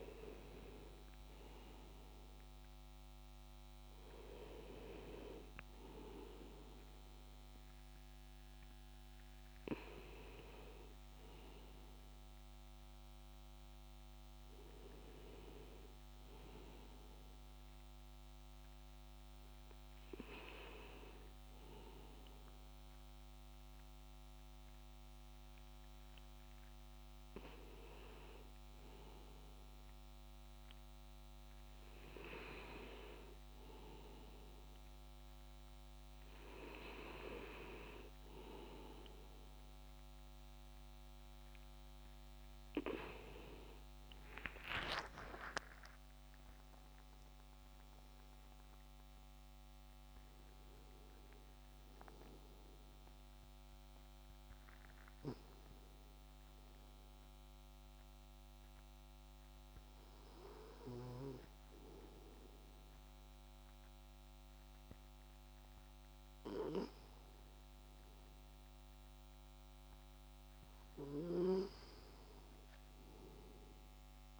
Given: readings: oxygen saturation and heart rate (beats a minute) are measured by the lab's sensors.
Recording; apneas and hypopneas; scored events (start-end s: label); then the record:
breathing in sleep by a microphone on the trachea; none
0.00-11.00 s: oxygen desaturation (device-marked, oxygen 94% lowest, heart rate 69 extreme)
44.00-49.00 s: arousal
From the record:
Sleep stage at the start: N2 (light sleep); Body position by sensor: on the back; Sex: male